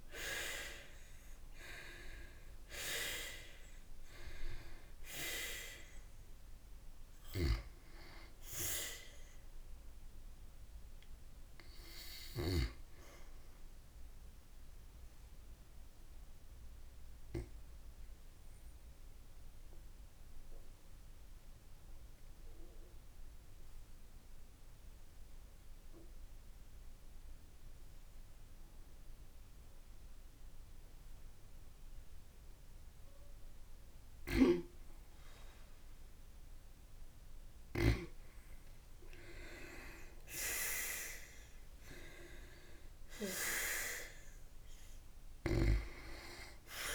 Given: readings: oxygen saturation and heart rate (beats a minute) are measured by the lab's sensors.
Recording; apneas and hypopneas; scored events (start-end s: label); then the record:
breathing in sleep by a room microphone; 1
0.00-1.50 s: oxygen desaturation (device-marked, oxygen 90% lowest, heart rate 54 extreme)
0.00-2.50 s: arousal
14.50-33.00 s: obstructive apnea (oxygen 95% before, 84% lowest, heart rate 62 before, 54 extreme, up 3 after)
35.50-39.50 s: arousal
36.50-46.95 s: oxygen desaturation (device-marked, oxygen 94% before, 84% lowest, heart rate 55 before, 51 extreme)
From the record:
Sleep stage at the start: N2 (light sleep); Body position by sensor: on the back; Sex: female